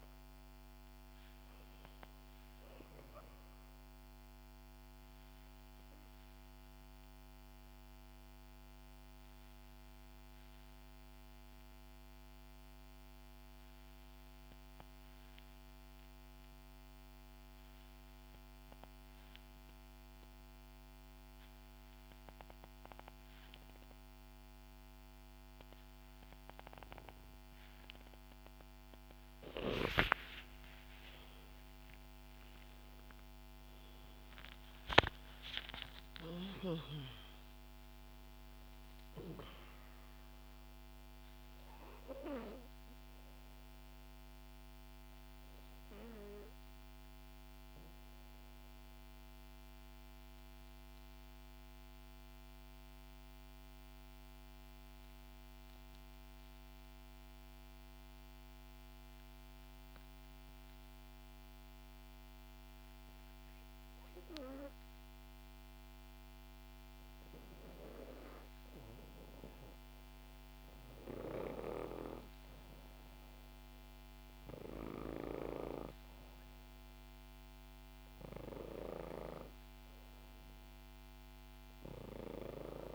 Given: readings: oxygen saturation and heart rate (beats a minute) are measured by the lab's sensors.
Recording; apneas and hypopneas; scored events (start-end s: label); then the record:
breathing in sleep by a microphone on the trachea; 2
0.00-10.50 s: oxygen desaturation (device-marked, oxygen 88% lowest, heart rate 62 extreme)
3.50-28.50 s: obstructive apnea (oxygen 95% before, 88% lowest, heart rate 68 before, 59 extreme, up 7 after)
28.50-55.50 s: oxygen desaturation (device-marked, oxygen 96% before, 89% lowest, heart rate 63 before, 58 extreme)
29.50-35.50 s: snoring (device-marked)
30.50-34.00 s: arousal
44.50-66.50 s: obstructive apnea (oxygen 96% before, 89% lowest, heart rate 67 before, 58 extreme, up 7 after)
67.50-82.50 s: snoring (device-marked)
72.00-76.50 s: arousal
73.50-82.95 s: oxygen desaturation (device-marked, oxygen 96% before, 92% lowest, heart rate 64 before, 62 extreme)
From the record:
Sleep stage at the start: N2 (light sleep); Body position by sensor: on the back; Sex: female